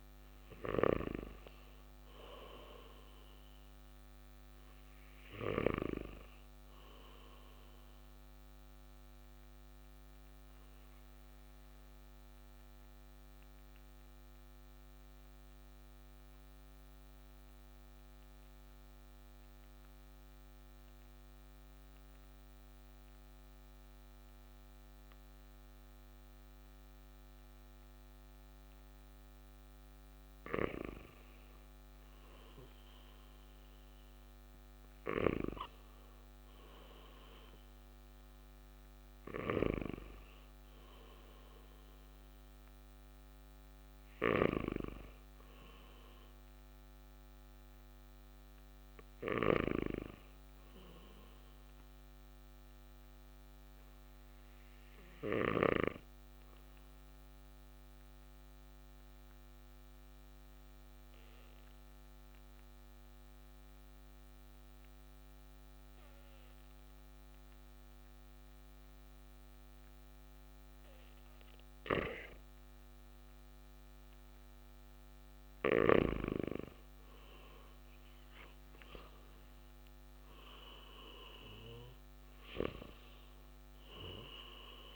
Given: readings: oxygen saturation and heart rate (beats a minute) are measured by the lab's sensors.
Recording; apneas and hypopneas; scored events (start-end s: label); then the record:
breathing in sleep by a microphone on the trachea; 2
8.00-29.00 s: mixed apnea (oxygen 97% before, 93% lowest, heart rate 58 before, 51 extreme, up 7 after)
32.00-35.50 s: arousal
32.50-58.50 s: oxygen desaturation (device-marked, oxygen 98% before, 94% lowest, heart rate 52 before, 54 extreme)
39.00-55.50 s: snoring (device-marked)
57.00-72.00 s: obstructive apnea (oxygen 98% before, 92% lowest, heart rate 58 before, 54 extreme, up 6 after)
75.00-78.50 s: arousal
75.50-84.96 s: oxygen desaturation (device-marked, oxygen 97% before, 92% lowest, heart rate 56 before, 52 extreme)
From the record:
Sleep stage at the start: N2 (light sleep); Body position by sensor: on the right side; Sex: male